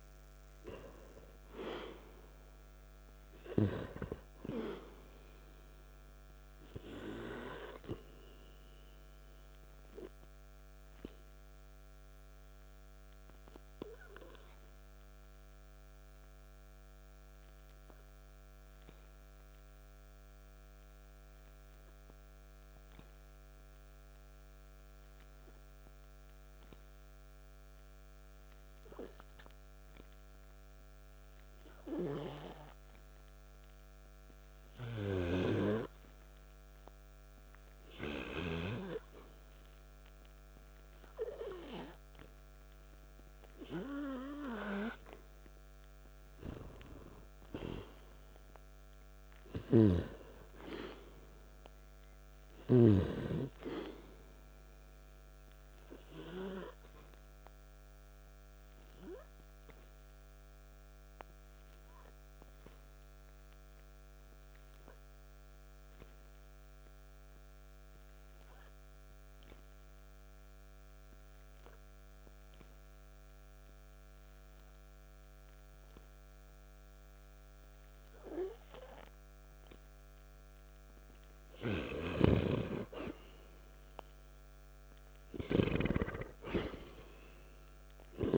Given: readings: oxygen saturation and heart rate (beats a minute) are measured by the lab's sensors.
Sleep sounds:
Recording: breathing in sleep by a microphone on the trachea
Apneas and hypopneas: 2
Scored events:
6.00-16.00 s: oxygen desaturation (device-marked, oxygen 96% before, 92% lowest, heart rate 58 before, 55 extreme)
8.50-46.00 s: obstructive apnea (oxygen 96% before, 86% lowest, heart rate 58 before, 54 extreme, up 7 after)
18.00-33.00 s: oxygen desaturation (device-marked, oxygen 94% before, 88% lowest, heart rate 58 before, 54 extreme)
40.00-82.00 s: oxygen desaturation (device-marked, oxygen 97% before, 86% lowest, heart rate 57 before, 53 extreme)
48.00-52.00 s: arousal
55.50-80.00 s: obstructive apnea (oxygen 97% before, 86% lowest, heart rate 57 before, 53 extreme, up 1 after)
82.00-85.50 s: arousal
From the record:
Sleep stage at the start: N2 (light sleep)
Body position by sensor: on the back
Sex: male

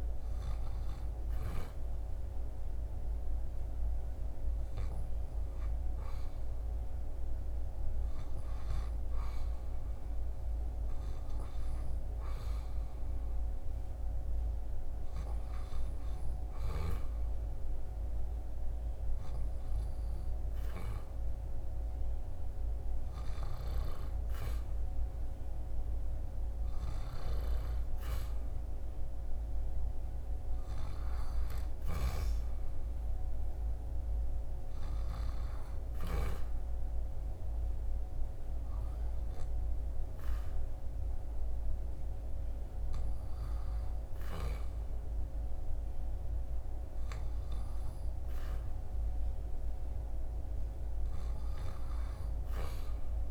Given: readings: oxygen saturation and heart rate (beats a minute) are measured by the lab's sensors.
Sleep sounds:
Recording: breathing in sleep, hard to hear, by a room microphone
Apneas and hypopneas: none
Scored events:
none scored
From the record:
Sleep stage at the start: N2 (light sleep)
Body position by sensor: on the back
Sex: male

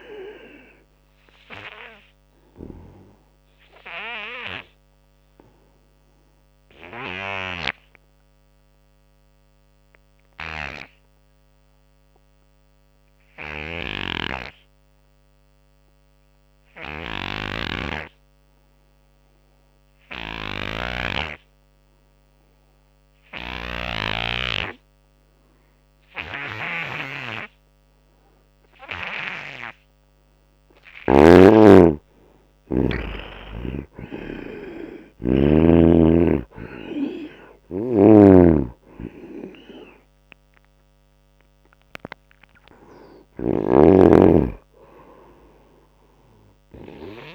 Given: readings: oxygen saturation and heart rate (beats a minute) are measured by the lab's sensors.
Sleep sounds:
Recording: breathing in sleep by a microphone on the trachea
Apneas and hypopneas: 1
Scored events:
0.00-12.50 s: oxygen desaturation (device-marked, oxygen 77% lowest, heart rate 78 extreme)
1.50-29.50 s: obstructive apnea (oxygen 97% before, 77% lowest, heart rate 81 before, 78 extreme, up 13 after)
19.50-47.35 s: oxygen desaturation (device-marked, oxygen 98% before, 78% lowest, heart rate 85 before, 72 extreme)
31.00-35.50 s: arousal
35.00-37.00 s: long interval between heartbeats (device-marked, heart rate 82 before, 90 extreme)
38.00-43.50 s: snoring (device-marked)
From the record:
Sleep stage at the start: N2 (light sleep)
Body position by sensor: on the right side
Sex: male

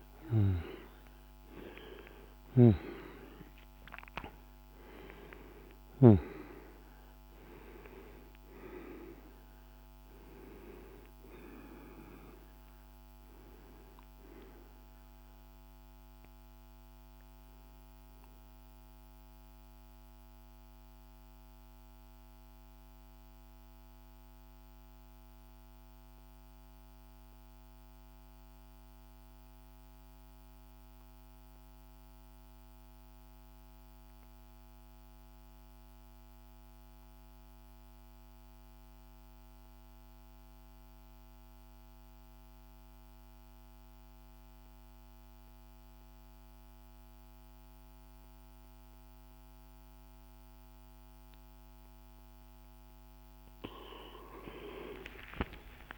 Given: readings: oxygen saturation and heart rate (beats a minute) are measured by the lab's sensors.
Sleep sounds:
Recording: breathing in sleep by a microphone on the trachea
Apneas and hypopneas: 1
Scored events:
0.00-2.00 s: arousal
0.00-24.00 s: oxygen desaturation (device-marked, oxygen 86% lowest, heart rate 48 extreme)
1.00-5.00 s: snoring (device-marked)
19.00-51.00 s: mixed apnea (oxygen 97% before, 86% lowest, heart rate 56 before, 49 extreme, up 42 after)
42.00-55.98 s: oxygen desaturation (device-marked, oxygen 99% before, 86% lowest, heart rate 51 before, 51 extreme)
54.00-55.98 s: arousal
From the record:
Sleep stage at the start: N2 (light sleep)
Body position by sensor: on the back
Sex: male

